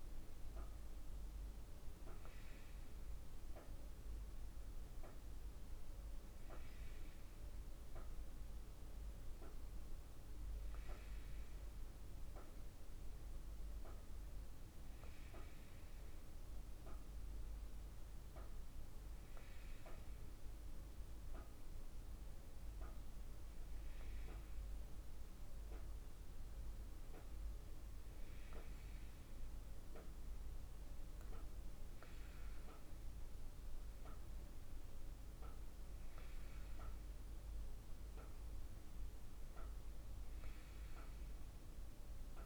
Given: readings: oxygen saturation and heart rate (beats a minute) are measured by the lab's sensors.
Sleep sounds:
breathing in sleep by a room microphone; none
41.00-42.46 s: arousal
From the record:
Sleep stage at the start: N2 (light sleep); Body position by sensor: on the back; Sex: female

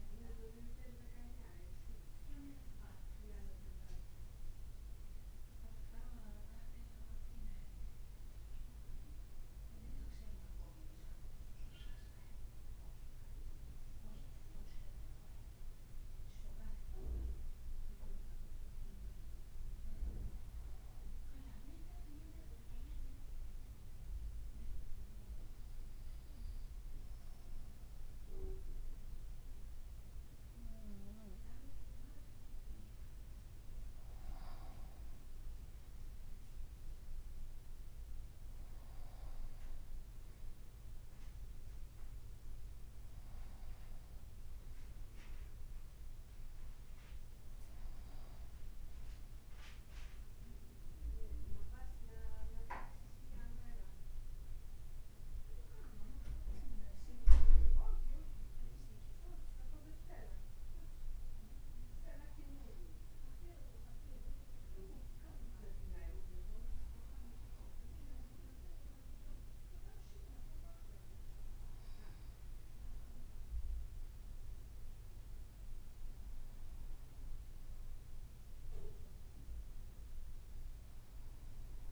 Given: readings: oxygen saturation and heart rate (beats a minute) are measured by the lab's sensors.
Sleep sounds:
breathing in sleep by a room microphone; 2
0.00-1.00 s: arousal
2.00-27.00 s: oxygen desaturation (device-marked, oxygen 97% before, 93% lowest, heart rate 55 before, 55 extreme)
5.00-31.00 s: hypopnea (oxygen 98% before, 91% lowest, heart rate 55 before, 55 extreme, up 3 after)
32.50-37.50 s: arousal
57.00-81.92 s: new sleep stage, REM sleep
60.50-77.00 s: hypopnea (oxygen 92% before, 91% lowest, heart rate 60 before, 58 extreme, up 2 after)
From the record:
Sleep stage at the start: N2 (light sleep); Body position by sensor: on the back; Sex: male

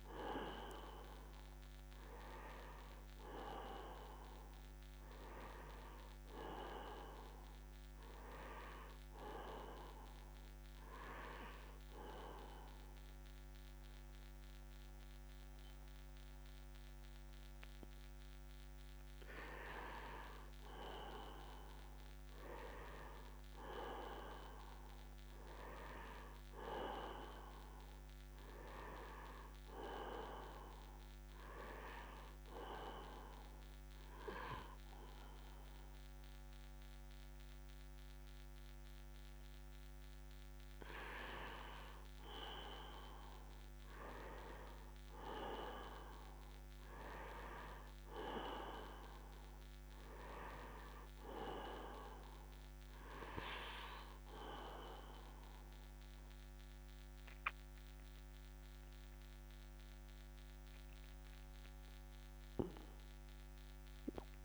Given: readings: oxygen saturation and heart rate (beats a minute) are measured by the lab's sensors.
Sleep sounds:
breathing in sleep by a microphone on the trachea; 2
2.50-6.00 s: arousal
10.50-21.00 s: hypopnea (oxygen 97% before, 91% lowest, heart rate 70 before, 68 extreme, up 0 after)
22.00-25.50 s: arousal
32.00-45.00 s: oxygen desaturation (device-marked, oxygen 97% before, 93% lowest, heart rate 69 before, 69 extreme)
32.50-43.50 s: hypopnea (oxygen 97% before, 88% lowest, heart rate 69 before, 69 extreme, up 2 after)
46.50-50.00 s: arousal
53.00-64.44 s: oxygen desaturation (device-marked, oxygen 97% before, 93% lowest, heart rate 69 before, 64 extreme)
From the record:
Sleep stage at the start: N2 (light sleep); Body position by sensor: upright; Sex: male

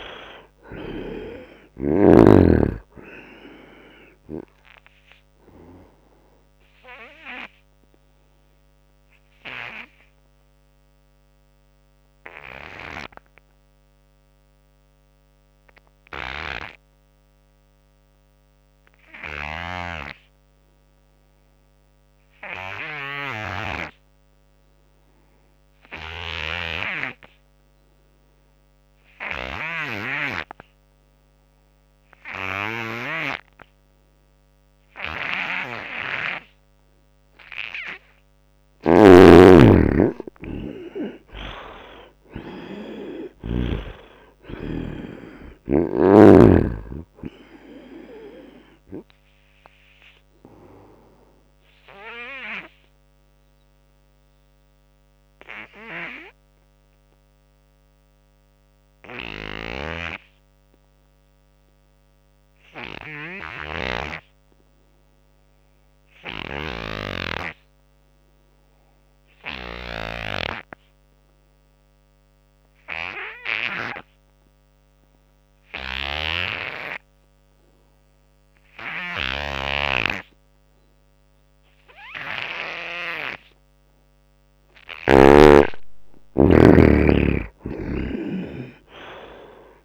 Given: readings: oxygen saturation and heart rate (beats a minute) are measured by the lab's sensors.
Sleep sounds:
breathing in sleep by a microphone on the trachea; 2
0.00-21.50 s: oxygen desaturation (device-marked, oxygen 74% lowest, heart rate 65 extreme)
5.50-37.50 s: obstructive apnea (oxygen 97% before, 73% lowest, heart rate 78 before, 76 extreme, up 17 after)
23.50-61.50 s: oxygen desaturation (device-marked, oxygen 98% before, 73% lowest, heart rate 86 before, 66 extreme)
24.00-26.00 s: long interval between heartbeats (device-marked, heart rate 86 before, 85 extreme)
38.50-43.50 s: snoring (device-marked)
39.00-42.50 s: arousal
40.00-42.00 s: long interval between heartbeats (device-marked, heart rate 83 before, 85 extreme)
52.00-84.00 s: obstructive apnea (oxygen 98% before, 71% lowest, heart rate 84 before, 66 extreme, up 22 after)
66.50-70.00 s: snoring (device-marked)
70.50-89.85 s: oxygen desaturation (device-marked, oxygen 98% before, 71% lowest, heart rate 85 before, 66 extreme)
79.00-85.00 s: snoring (device-marked)
85.50-89.85 s: arousal
86.00-88.00 s: long interval between heartbeats (device-marked, heart rate 78 before, 74 extreme)
From the record:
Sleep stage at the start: N2 (light sleep); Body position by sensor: on the right side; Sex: male

